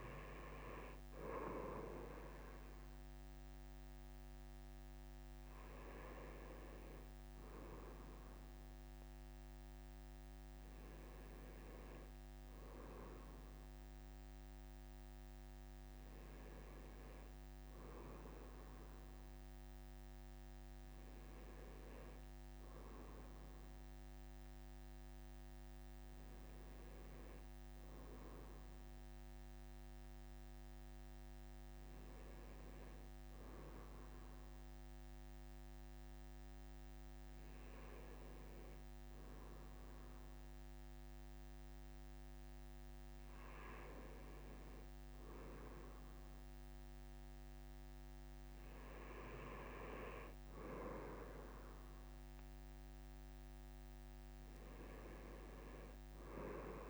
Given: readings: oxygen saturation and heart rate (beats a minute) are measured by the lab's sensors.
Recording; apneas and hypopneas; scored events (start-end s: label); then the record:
breathing in sleep by a microphone on the trachea; none
none scored
From the record:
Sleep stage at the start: N2 (light sleep); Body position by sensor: on the right side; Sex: male